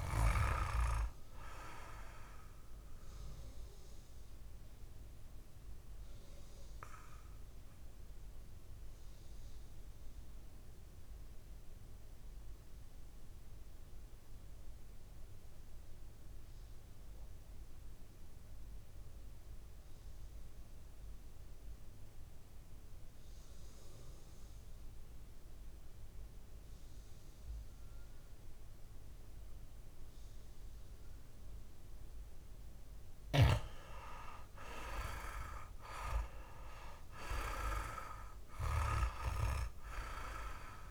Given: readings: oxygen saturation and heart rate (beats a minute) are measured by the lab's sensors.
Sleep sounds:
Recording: breathing in sleep by a room microphone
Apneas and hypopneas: 1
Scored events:
0.00-16.00 s: oxygen desaturation (device-marked, oxygen 89% lowest, heart rate 55 extreme)
4.50-32.00 s: obstructive apnea (oxygen 100% before, 88% lowest, heart rate 61 before, 55 extreme, up 4 after)
33.00-40.91 s: oxygen desaturation (device-marked, oxygen 99% before, 89% lowest, heart rate 60 before, 56 extreme)
34.50-37.50 s: arousal
From the record:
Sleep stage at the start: N2 (light sleep)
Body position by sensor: on the back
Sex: male

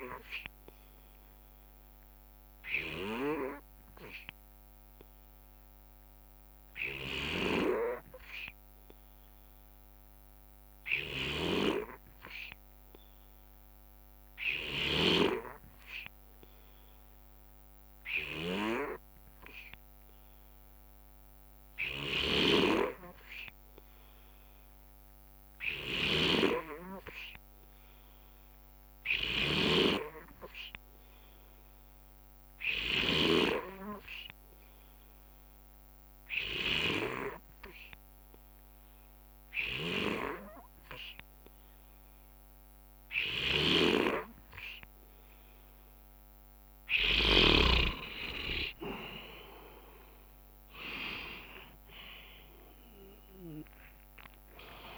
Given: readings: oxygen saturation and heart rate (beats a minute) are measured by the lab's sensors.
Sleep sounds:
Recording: breathing in sleep by a microphone on the trachea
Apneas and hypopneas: 1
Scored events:
0.00-2.00 s: long interval between heartbeats (device-marked, heart rate 72 before, 79 extreme)
0.50-46.50 s: obstructive apnea (oxygen 95% before, 88% lowest, heart rate 72 before, 59 extreme, up 11 after)
9.50-11.50 s: long interval between heartbeats (device-marked, heart rate 72 before, 75 extreme)
11.00-15.00 s: snoring (device-marked)
21.00-41.00 s: oxygen desaturation (device-marked, oxygen 95% before, 90% lowest, heart rate 74 before, 67 extreme)
22.00-33.50 s: snoring (device-marked)
42.00-44.00 s: long interval between heartbeats (device-marked, heart rate 71 before, 80 extreme)
43.00-47.50 s: snoring (device-marked)
47.00-54.98 s: oxygen desaturation (device-marked, oxygen 91% before, 88% lowest, heart rate 74 before, 58 extreme)
50.00-54.98 s: drop in pulse transit time (device-marked, heart rate 74 before, 73 extreme)
52.00-54.98 s: arousal
From the record:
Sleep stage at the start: N2 (light sleep)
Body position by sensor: on the right side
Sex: male

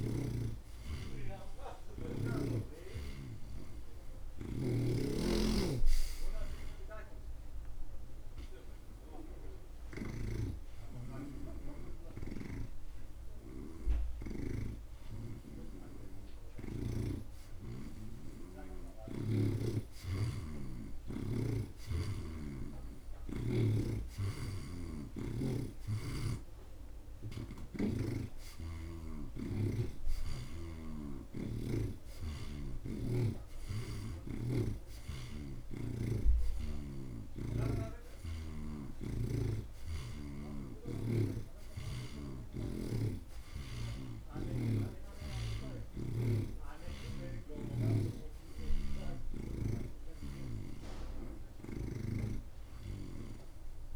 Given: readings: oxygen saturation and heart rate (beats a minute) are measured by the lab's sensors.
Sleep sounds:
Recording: breathing in sleep by a room microphone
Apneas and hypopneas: 1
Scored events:
0.00-2.00 s: arousal
4.00-14.00 s: oxygen desaturation (device-marked, oxygen 85% before, 82% lowest)
5.00-10.50 s: snoring (device-marked)
7.50-17.50 s: hypopnea (oxygen 87% before, 80% lowest)
12.50-17.00 s: snoring (device-marked)
19.50-24.50 s: arousal
24.00-31.00 s: snoring (device-marked)
35.50-39.00 s: snoring (device-marked)
37.00-41.00 s: oxygen desaturation (device-marked, oxygen 84% before, 80% lowest)
41.00-47.50 s: snoring (device-marked)
From the record:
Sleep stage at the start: N2 (light sleep)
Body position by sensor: on the right side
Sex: male

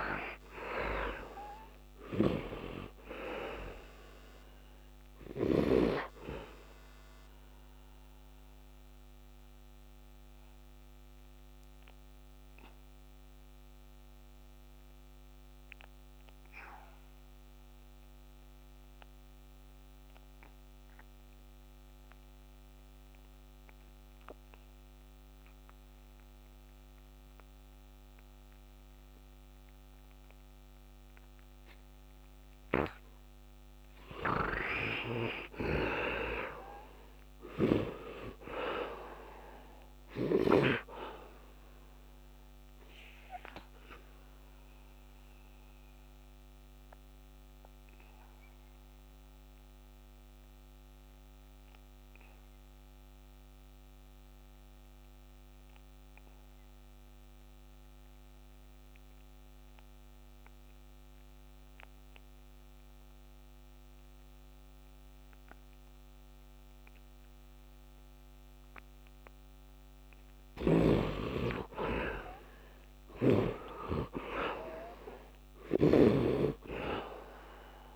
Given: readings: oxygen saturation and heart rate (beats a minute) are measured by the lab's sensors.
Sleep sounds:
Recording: breathing in sleep by a microphone on the trachea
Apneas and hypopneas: 2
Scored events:
0.00-1.50 s: arousal
0.00-24.00 s: oxygen desaturation (device-marked, oxygen 46% lowest, heart rate 63 extreme)
4.00-31.00 s: obstructive apnea (oxygen 91% before, 46% lowest, heart rate 80 before, 60 extreme, up 9 after)
34.00-37.50 s: arousal
34.00-61.00 s: oxygen desaturation (device-marked, oxygen 98% before, 53% lowest, heart rate 77 before, 60 extreme)
43.50-68.00 s: obstructive apnea (oxygen 98% before, 52% lowest, heart rate 83 before, 59 extreme, up 12 after)
63.00-77.96 s: oxygen desaturation (device-marked, oxygen 98% before, 55% lowest, heart rate 68 before, 59 extreme)
70.50-74.00 s: arousal
From the record:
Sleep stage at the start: N2 (light sleep)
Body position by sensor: on the right side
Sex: male

